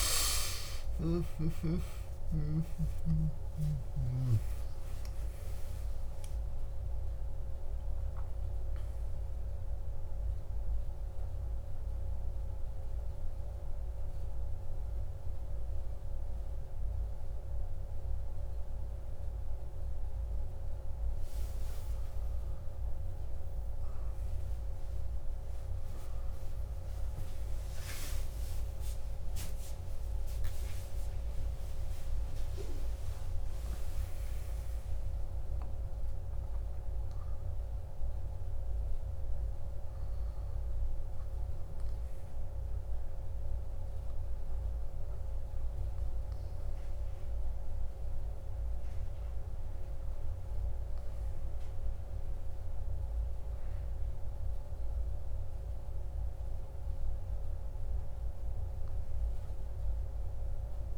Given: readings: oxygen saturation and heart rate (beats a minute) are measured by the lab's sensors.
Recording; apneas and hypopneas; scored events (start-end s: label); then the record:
a person awake in a sleep study, hard to hear, by a room microphone; none
none scored
From the record:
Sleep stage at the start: awake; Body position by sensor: on the back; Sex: male